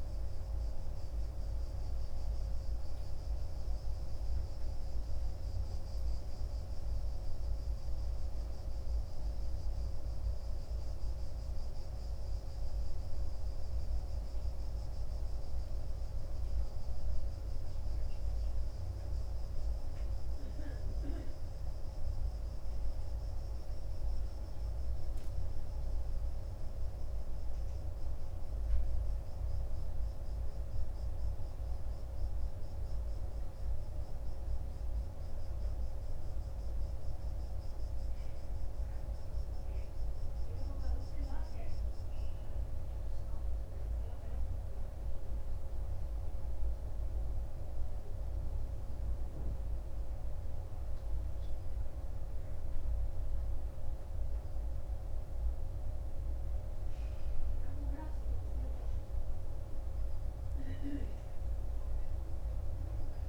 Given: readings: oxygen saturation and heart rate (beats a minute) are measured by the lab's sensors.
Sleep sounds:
breathing in sleep, hard to hear, by a room microphone; none
none scored
From the record:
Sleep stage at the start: N2 (light sleep); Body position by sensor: on the right side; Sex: male

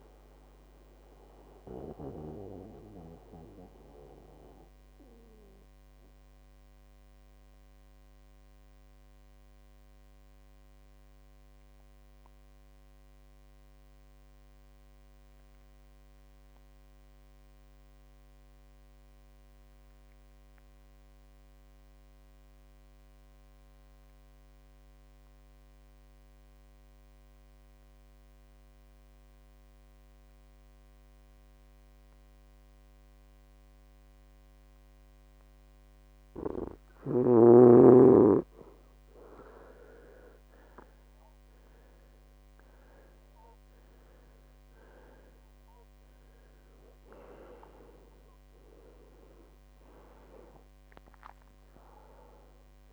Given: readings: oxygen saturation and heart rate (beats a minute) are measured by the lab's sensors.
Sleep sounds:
breathing in sleep by a microphone on the trachea; 1
0.00-18.00 s: oxygen desaturation (device-marked, oxygen 90% lowest, heart rate 58 extreme)
1.00-35.50 s: mixed apnea (oxygen 98% before, 89% lowest, heart rate 75 before, 58 extreme, up 15 after)
35.00-52.93 s: oxygen desaturation (device-marked, oxygen 98% before, 89% lowest, heart rate 61 before, 59 extreme)
39.00-43.50 s: arousal
From the record:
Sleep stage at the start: N2 (light sleep); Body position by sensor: on the back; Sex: male

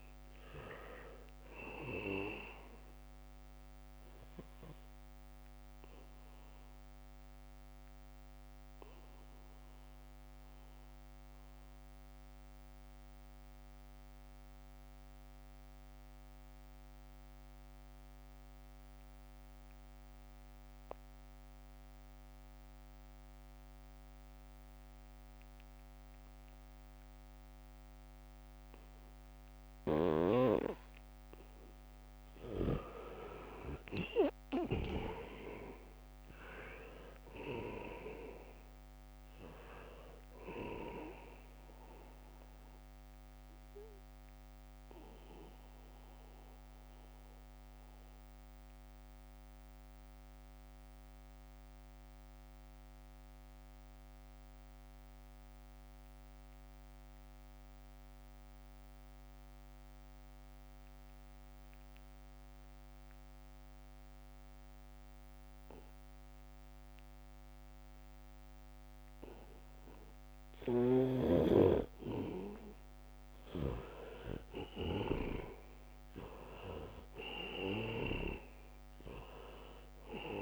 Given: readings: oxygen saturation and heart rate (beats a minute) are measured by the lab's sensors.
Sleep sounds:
breathing in sleep by a microphone on the trachea; 2
0.00-21.00 s: oxygen desaturation (device-marked, oxygen 76% lowest, heart rate 62 extreme)
1.50-6.50 s: leg movement (device-marked)
7.00-31.50 s: mixed apnea (oxygen 99% before, 76% lowest, heart rate 67 before, 62 extreme, up 0 after)
29.00-62.00 s: oxygen desaturation (device-marked, oxygen 99% before, 78% lowest, heart rate 71 before, 63 extreme)
30.00-35.50 s: snoring (device-marked)
34.00-39.00 s: arousal
43.50-71.00 s: mixed apnea (oxygen 99% before, 78% lowest, heart rate 66 before, 64 extreme, up 1 after)
62.00-69.00 s: leg movement (device-marked)
71.00-80.42 s: leg movement (device-marked)
72.00-80.42 s: oxygen desaturation (device-marked, oxygen 99% before, 78% lowest, heart rate 71 before, 64 extreme)
74.50-79.50 s: arousal
From the record:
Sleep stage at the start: N2 (light sleep); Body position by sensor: on the back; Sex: male

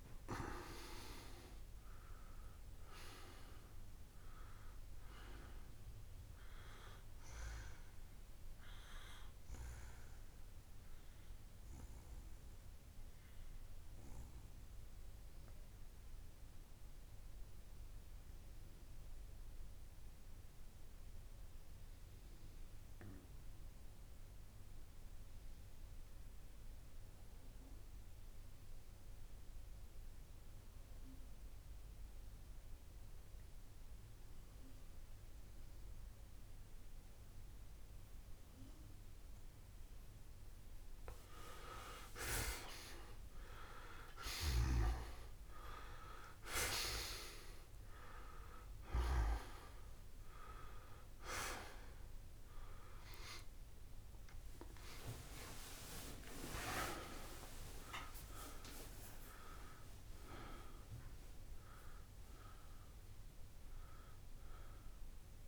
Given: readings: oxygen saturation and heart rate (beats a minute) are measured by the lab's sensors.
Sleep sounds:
breathing in sleep by a room microphone; 1
0.00-21.00 s: oxygen desaturation (device-marked, oxygen 93% lowest)
10.00-41.50 s: obstructive apnea (oxygen 99% before, 90% lowest)
37.00-65.48 s: oxygen desaturation (device-marked, oxygen 98% before, 90% lowest)
49.00-53.50 s: arousal
From the record:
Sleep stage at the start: N2 (light sleep); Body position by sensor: on the back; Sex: male

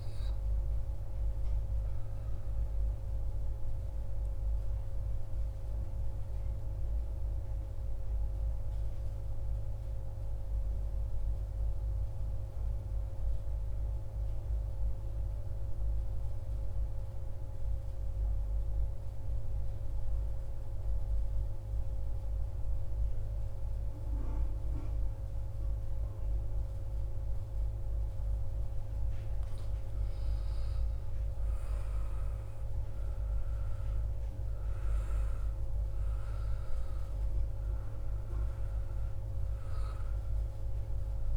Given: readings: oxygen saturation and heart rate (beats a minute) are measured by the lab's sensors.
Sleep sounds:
breathing in sleep, hard to hear, by a room microphone; 1
0.00-11.50 s: oxygen desaturation (device-marked, oxygen 93% lowest, heart rate 61 extreme)
2.50-28.50 s: obstructive apnea (oxygen 96% before, 90% lowest, heart rate 63 before, 61 extreme, up 3 after)
27.50-41.37 s: oxygen desaturation (device-marked, oxygen 95% before, 90% lowest, heart rate 62 before, 61 extreme)
30.50-34.00 s: arousal
From the record:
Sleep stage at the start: N2 (light sleep); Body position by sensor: on the back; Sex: male

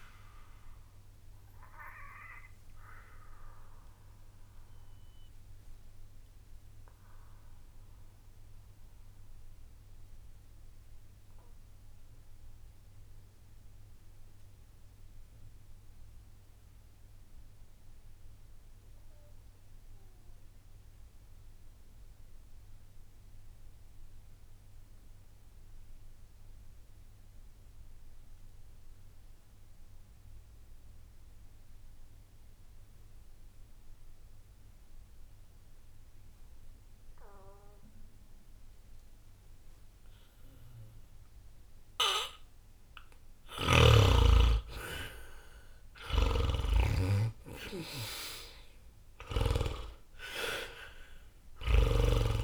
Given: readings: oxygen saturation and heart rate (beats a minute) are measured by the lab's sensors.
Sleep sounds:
breathing in sleep by a room microphone; 1
0.50-43.00 s: obstructive apnea (oxygen 98% before, 78% lowest, heart rate 63 before, 60 extreme, up 0 after)
9.50-23.50 s: oxygen desaturation (device-marked, oxygen 93% before, 85% lowest, heart rate 63 before, 60 extreme)
40.50-52.44 s: oxygen desaturation (device-marked, oxygen 99% before, 92% lowest, heart rate 60 before, 60 extreme)
46.00-52.00 s: snoring (device-marked)
50.00-52.44 s: arousal
From the record:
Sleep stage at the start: N2 (light sleep); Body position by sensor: on the back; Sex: male

